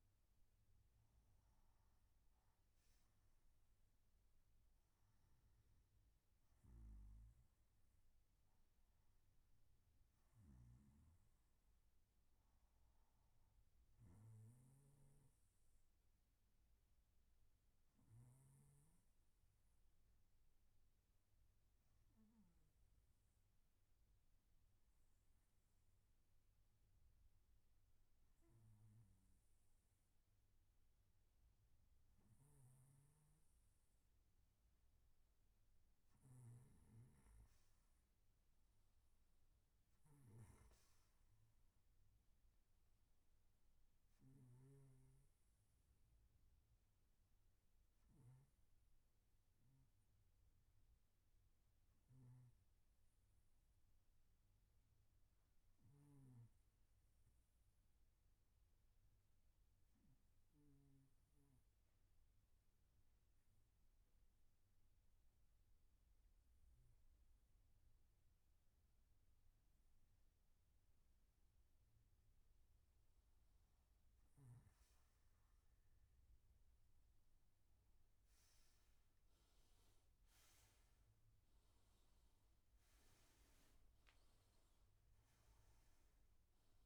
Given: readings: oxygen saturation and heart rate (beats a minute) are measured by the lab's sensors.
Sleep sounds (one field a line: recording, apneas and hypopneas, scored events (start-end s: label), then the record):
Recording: breathing in sleep, hard to hear, by a room microphone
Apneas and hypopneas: 2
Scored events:
17.50-29.50 s: hypopnea (oxygen 95% before, 94% lowest, heart rate 62 before, 61 extreme, up 3 after)
36.50-45.00 s: snoring (device-marked)
52.00-56.50 s: snoring (device-marked)
54.00-69.50 s: hypopnea (oxygen 96% before, 94% lowest, heart rate 63 before, 59 extreme)
From the record:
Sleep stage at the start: N1 (lightest sleep)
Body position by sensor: on the right side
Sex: male